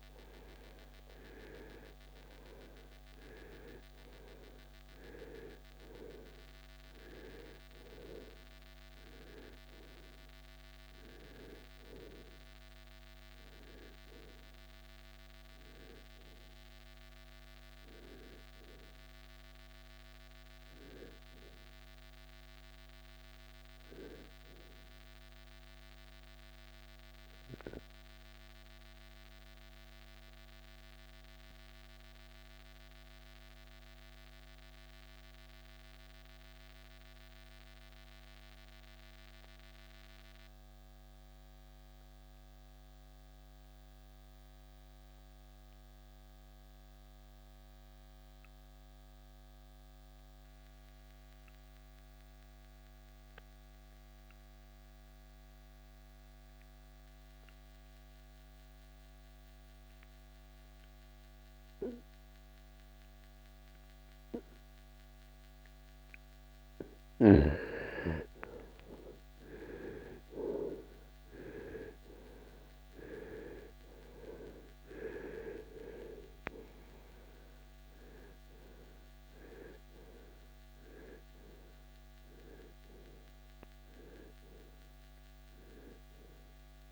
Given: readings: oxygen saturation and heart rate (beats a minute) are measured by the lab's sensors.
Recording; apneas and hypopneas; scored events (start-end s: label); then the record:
breathing in sleep by a microphone on the trachea; 1
0.00-38.50 s: oxygen desaturation (device-marked, oxygen 76% lowest, heart rate 49 extreme)
26.00-65.50 s: obstructive apnea (oxygen 93% before, 76% lowest, heart rate 81 before, 49 extreme, up 20 after)
59.50-86.92 s: oxygen desaturation (device-marked, oxygen 97% before, 77% lowest, heart rate 62 before, 51 extreme)
67.00-72.50 s: arousal
From the record:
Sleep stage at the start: N2 (light sleep); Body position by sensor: on the right side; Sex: male